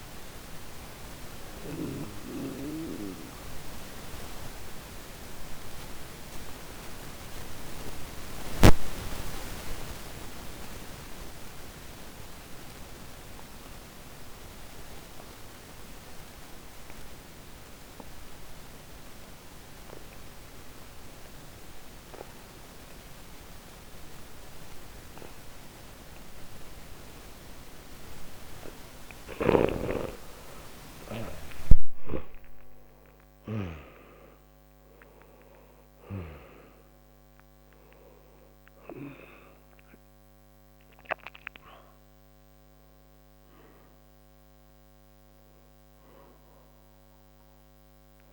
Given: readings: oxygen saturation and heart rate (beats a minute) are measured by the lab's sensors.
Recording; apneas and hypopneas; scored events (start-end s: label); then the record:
breathing in sleep by a microphone on the trachea; 1
0.00-13.50 s: oxygen desaturation (device-marked, oxygen 86% lowest, heart rate 60 extreme)
3.00-30.00 s: obstructive apnea (oxygen 97% before, 85% lowest, heart rate 64 before, 60 extreme, up 4 after)
29.50-48.33 s: oxygen desaturation (device-marked, oxygen 98% before, 85% lowest, heart rate 61 before, 60 extreme)
31.00-35.00 s: arousal
From the record:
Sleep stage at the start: N2 (light sleep); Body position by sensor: on the back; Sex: male